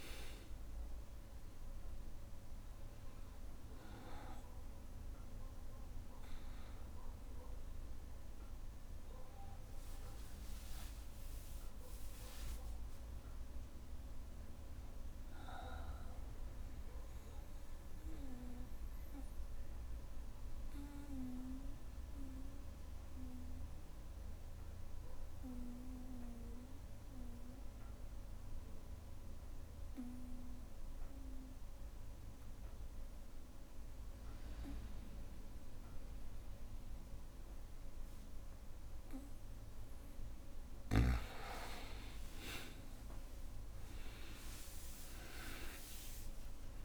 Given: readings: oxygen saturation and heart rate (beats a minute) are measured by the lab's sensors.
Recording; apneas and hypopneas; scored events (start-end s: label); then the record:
breathing in sleep by a room microphone; 1
0.00-18.50 s: oxygen desaturation (device-marked, oxygen 93% lowest, heart rate 60 extreme)
18.00-39.00 s: obstructive apnea (oxygen 98% before, 91% lowest, heart rate 63 before, 60 extreme, up 12 after)
37.50-46.85 s: oxygen desaturation (device-marked, oxygen 98% before, 91% lowest, heart rate 61 before, 60 extreme)
41.50-43.50 s: long interval between heartbeats (device-marked, heart rate 61 before, 70 extreme)
41.50-46.85 s: arousal
From the record:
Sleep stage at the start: N2 (light sleep); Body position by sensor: on the back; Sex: male